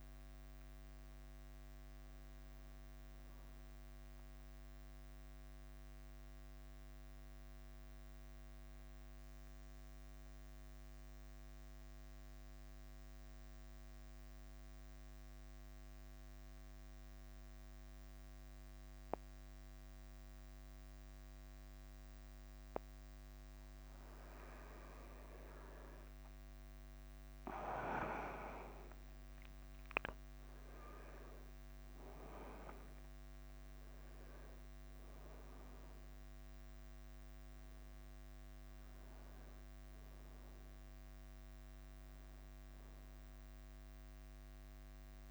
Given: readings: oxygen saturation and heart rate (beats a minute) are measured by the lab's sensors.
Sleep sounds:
breathing in sleep by a microphone on the trachea; 1
0.00-8.50 s: oxygen desaturation (device-marked, oxygen 94% lowest, heart rate 50 extreme)
0.00-45.31 s: bradycardia (device-marked, heart rate 41 extreme)
5.00-23.50 s: mixed apnea (oxygen 98% before, 93% lowest, heart rate 53 before, 50 extreme, up 3 after)
26.00-30.50 s: arousal
30.50-45.31 s: oxygen desaturation (device-marked, oxygen 99% before, 93% lowest, heart rate 51 before, 51 extreme)
From the record:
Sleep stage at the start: N2 (light sleep); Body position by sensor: on the back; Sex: male

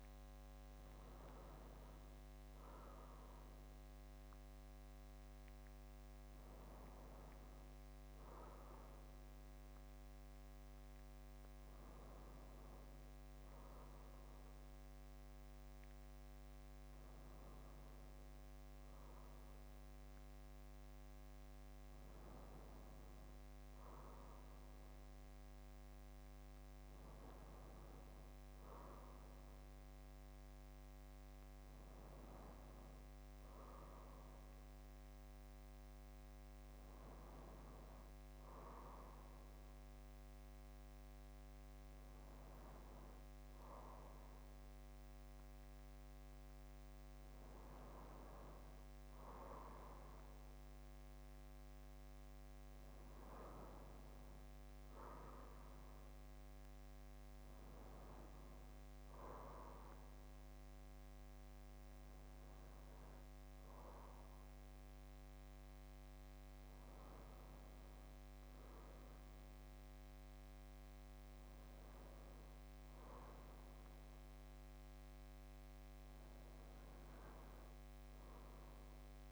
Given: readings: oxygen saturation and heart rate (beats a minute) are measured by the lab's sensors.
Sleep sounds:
breathing in sleep, hard to hear, by a microphone on the trachea; none
2.50-9.50 s: oxygen desaturation (device-marked, oxygen 98% before, 95% lowest)
From the record:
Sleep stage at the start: N2 (light sleep); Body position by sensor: on the back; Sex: male

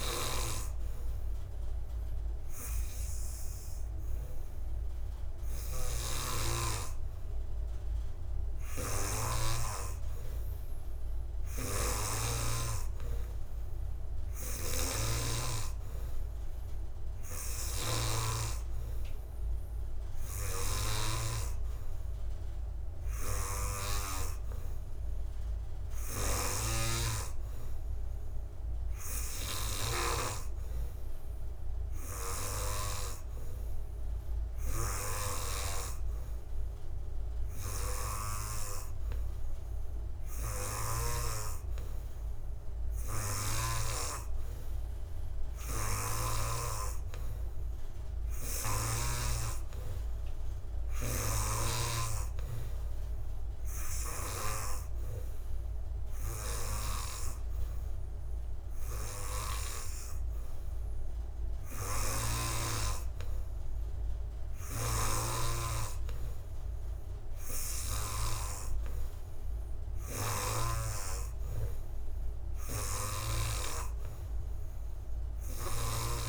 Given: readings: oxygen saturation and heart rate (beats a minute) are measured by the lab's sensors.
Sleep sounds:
breathing in sleep by a room microphone; none
15.00-26.00 s: oxygen desaturation (device-marked, oxygen 94% before, 91% lowest)
From the record:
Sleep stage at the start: N3 (deep sleep); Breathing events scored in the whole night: 145 in 4.9 hours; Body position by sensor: on the back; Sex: male

